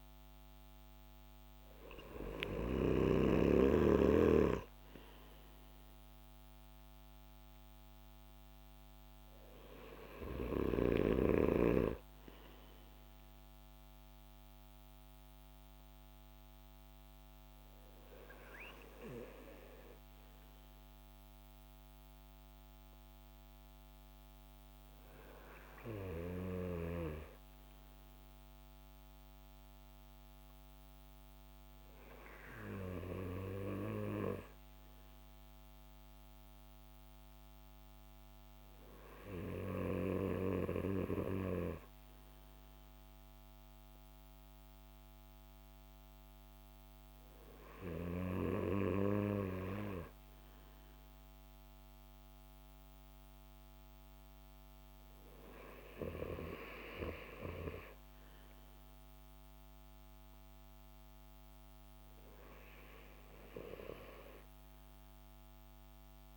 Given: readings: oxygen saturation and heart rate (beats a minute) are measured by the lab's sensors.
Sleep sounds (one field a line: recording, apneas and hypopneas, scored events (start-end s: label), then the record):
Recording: breathing in sleep by a microphone on the trachea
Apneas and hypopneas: none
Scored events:
none scored
From the record:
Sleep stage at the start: N2 (light sleep)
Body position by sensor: on the back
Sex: male